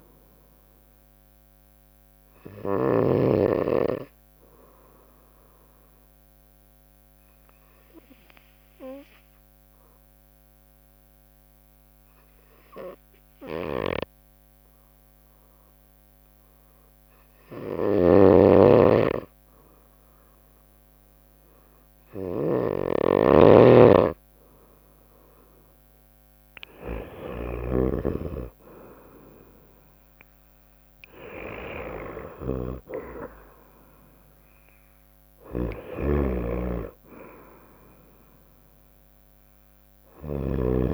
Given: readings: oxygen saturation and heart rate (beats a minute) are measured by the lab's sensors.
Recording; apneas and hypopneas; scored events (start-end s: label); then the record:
breathing in sleep by a microphone on the trachea; 1
0.00-3.00 s: snoring (device-marked)
0.00-3.50 s: drop in pulse transit time (device-marked, heart rate 61 extreme)
0.00-12.50 s: oxygen desaturation (device-marked, oxygen 93% lowest, heart rate 60 extreme)
3.50-23.50 s: obstructive apnea (oxygen 98% before, 93% lowest, heart rate 62 before, 60 extreme, up 4 after)
17.50-40.94 s: snoring (device-marked)
26.50-30.00 s: arousal
From the record:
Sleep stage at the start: N2 (light sleep); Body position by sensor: on the right side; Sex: female